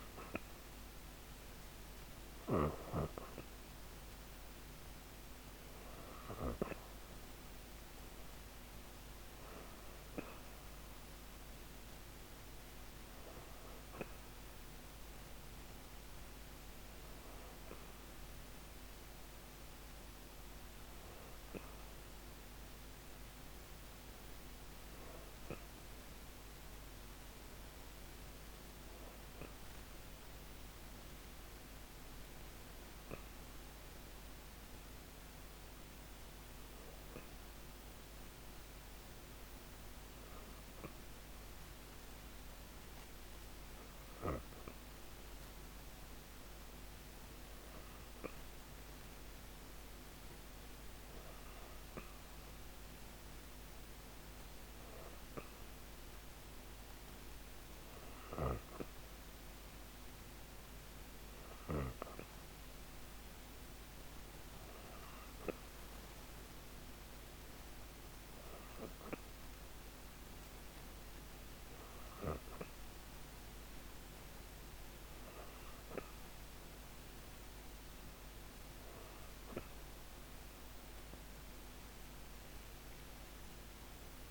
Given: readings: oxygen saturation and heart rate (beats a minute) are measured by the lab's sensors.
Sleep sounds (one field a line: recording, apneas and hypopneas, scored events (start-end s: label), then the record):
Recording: breathing in sleep by a microphone on the trachea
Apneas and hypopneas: 1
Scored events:
35.50-50.50 s: hypopnea (oxygen 97% before, 94% lowest, heart rate 168 before, 113 extreme, up 13 after)
52.50-56.00 s: arousal
60.50-78.50 s: oxygen desaturation (device-marked, oxygen 97% before, 94% lowest, heart rate 154 before, 113 extreme)
79.50-84.31 s: new sleep stage, awake
From the record:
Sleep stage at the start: N2 (light sleep)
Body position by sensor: on the back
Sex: female